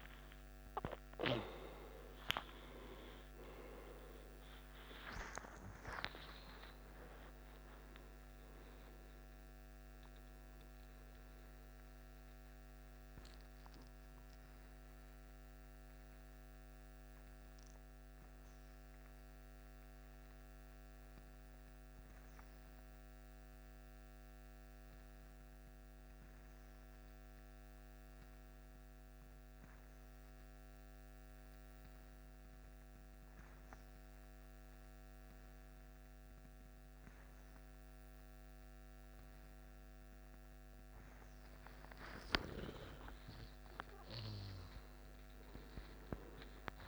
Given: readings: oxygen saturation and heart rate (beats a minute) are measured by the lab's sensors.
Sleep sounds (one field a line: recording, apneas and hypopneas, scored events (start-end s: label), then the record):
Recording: breathing in sleep by a microphone on the trachea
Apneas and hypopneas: 1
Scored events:
0.00-25.50 s: oxygen desaturation (device-marked, oxygen 87% lowest, heart rate 54 extreme)
5.50-7.50 s: long interval between heartbeats (device-marked, heart rate 64 before, 81 extreme)
18.00-40.00 s: mixed apnea (oxygen 93% before, 89% lowest, heart rate 74 before, 54 extreme, up 13 after)
41.50-46.88 s: oxygen desaturation (device-marked, oxygen 98% before, 91% lowest, heart rate 54 before, 52 extreme)
42.00-46.50 s: arousal
From the record:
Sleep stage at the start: N2 (light sleep)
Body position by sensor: on the left side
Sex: male